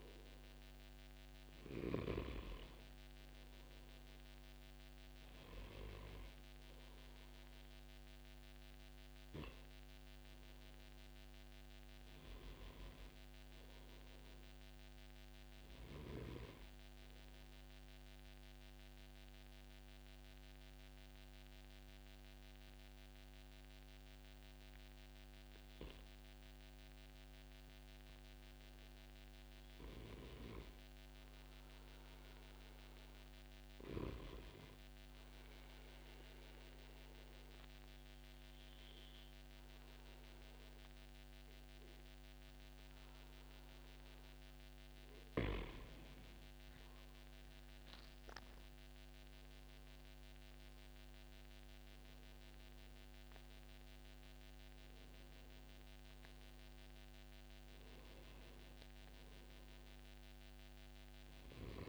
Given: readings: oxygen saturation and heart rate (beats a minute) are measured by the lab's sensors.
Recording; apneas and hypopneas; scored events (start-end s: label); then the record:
breathing in sleep by a microphone on the trachea; 2
15.00-25.00 s: obstructive apnea (oxygen 96% before, 93% lowest, heart rate 145 before, 98 extreme, up 1 after)
28.50-32.50 s: arousal
35.00-45.50 s: obstructive apnea (oxygen 98% before, 93% lowest, heart rate 137 before, 126 extreme, up 17 after)
47.50-51.50 s: arousal
From the record:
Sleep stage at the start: N2 (light sleep); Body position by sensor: on the back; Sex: male